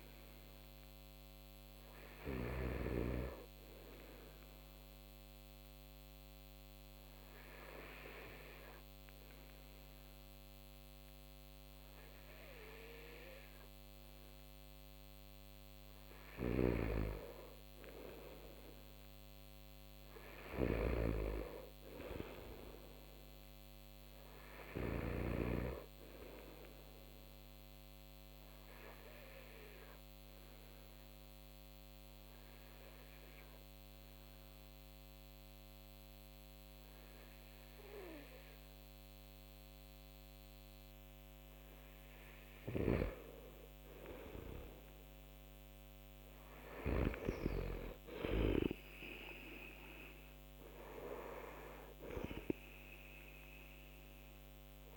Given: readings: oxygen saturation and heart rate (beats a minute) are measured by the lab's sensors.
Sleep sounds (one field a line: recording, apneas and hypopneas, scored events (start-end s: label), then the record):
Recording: breathing in sleep by a microphone on the trachea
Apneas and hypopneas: 2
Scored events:
0.00-13.50 s: oxygen desaturation (device-marked, oxygen 89% lowest)
3.50-14.50 s: obstructive apnea (oxygen 93% before, 88% lowest)
17.00-20.50 s: arousal
20.00-25.00 s: snoring (device-marked)
26.50-41.50 s: obstructive apnea (oxygen 93% before, 88% lowest)
42.00-46.50 s: snoring (device-marked)
43.50-47.00 s: arousal
51.50-54.97 s: oxygen desaturation (device-marked, oxygen 94% before, 88% lowest)
From the record:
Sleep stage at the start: N2 (light sleep)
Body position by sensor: on the right side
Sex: male